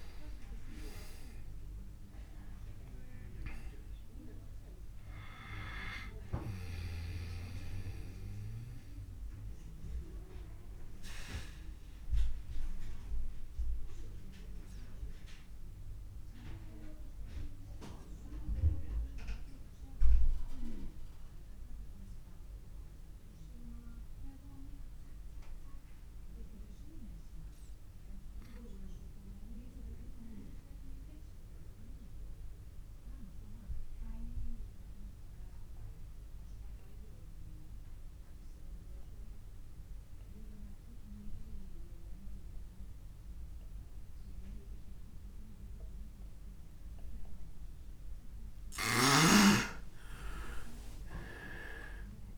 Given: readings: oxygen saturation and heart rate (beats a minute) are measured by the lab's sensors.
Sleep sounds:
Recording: breathing in sleep by a room microphone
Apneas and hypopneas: 1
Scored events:
0.00-23.00 s: oxygen desaturation (device-marked, oxygen 81% lowest)
7.50-48.00 s: obstructive apnea (oxygen 97% before, 81% lowest)
45.00-52.38 s: oxygen desaturation (device-marked, oxygen 98% before, 83% lowest)
50.00-52.38 s: arousal
From the record:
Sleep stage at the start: N2 (light sleep)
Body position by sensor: on the back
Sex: male

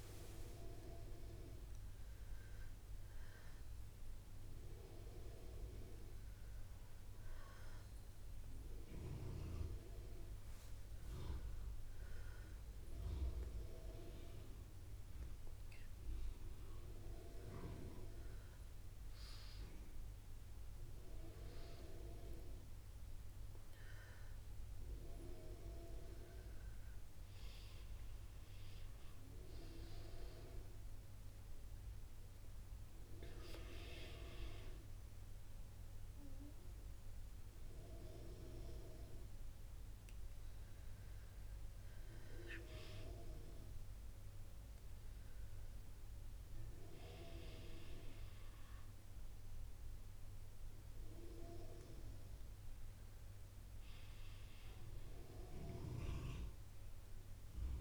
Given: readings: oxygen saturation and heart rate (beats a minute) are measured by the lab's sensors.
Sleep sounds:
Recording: breathing in sleep by a room microphone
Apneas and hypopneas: none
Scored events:
8.50-19.50 s: oxygen desaturation (device-marked, oxygen 94% before, 91% lowest, heart rate 62 before, 60 extreme)
48.50-57.81 s: oxygen desaturation (device-marked, oxygen 94% before, 90% lowest, heart rate 61 before, 60 extreme)
From the record:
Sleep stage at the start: N2 (light sleep)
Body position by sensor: on the back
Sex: female

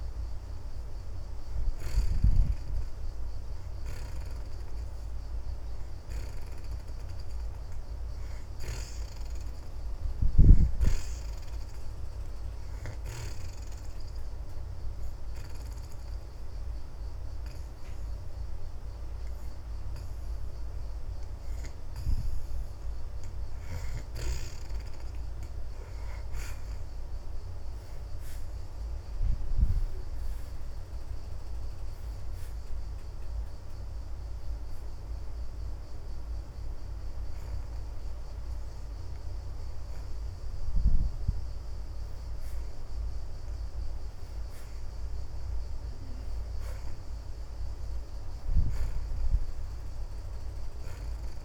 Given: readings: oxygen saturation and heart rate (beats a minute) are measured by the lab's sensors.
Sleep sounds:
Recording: breathing in sleep by a room microphone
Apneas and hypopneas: 1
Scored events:
0.00-2.00 s: oxygen desaturation (device-marked, oxygen 57% lowest)
9.00-15.00 s: oxygen desaturation (device-marked, oxygen 76% before, 68% lowest)
13.00-23.50 s: obstructive apnea (oxygen 76% before, 64% lowest)
27.00-31.00 s: arousal
28.00-51.45 s: oxygen desaturation (device-marked, oxygen 70% before, 64% lowest)
From the record:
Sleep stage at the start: N2 (light sleep)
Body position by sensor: on the back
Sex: female

